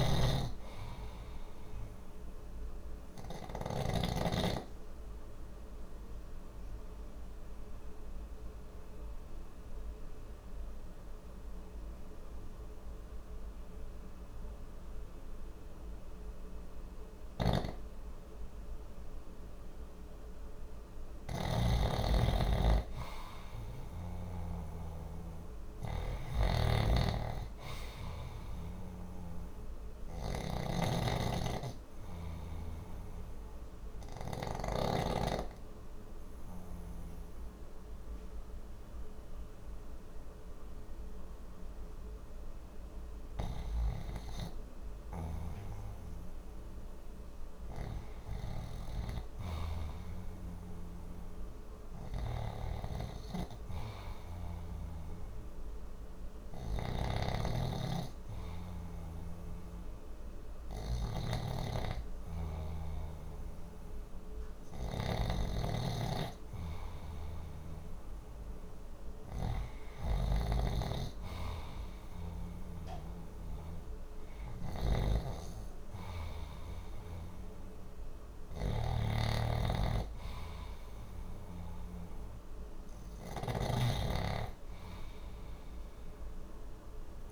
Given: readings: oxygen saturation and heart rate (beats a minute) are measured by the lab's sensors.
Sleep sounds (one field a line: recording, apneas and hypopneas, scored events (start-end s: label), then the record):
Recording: breathing in sleep by a room microphone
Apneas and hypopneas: 2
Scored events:
0.00-3.50 s: snoring (device-marked)
3.00-21.00 s: obstructive apnea (oxygen 95% before, 89% lowest, heart rate 60 before, 59 extreme, up 3 after)
16.50-34.00 s: snoring (device-marked)
24.00-28.00 s: arousal
27.00-87.32 s: new sleep stage, REM sleep
31.50-43.00 s: obstructive apnea (oxygen 94% before, 89% lowest, heart rate 61 before, 59 extreme, up 0 after)
45.00-48.50 s: arousal
46.00-65.00 s: oxygen desaturation (device-marked, oxygen 94% before, 89% lowest, heart rate 61 before, 60 extreme)
56.00-87.32 s: snoring (device-marked)
From the record:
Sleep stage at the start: N2 (light sleep)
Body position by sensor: on the left side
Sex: male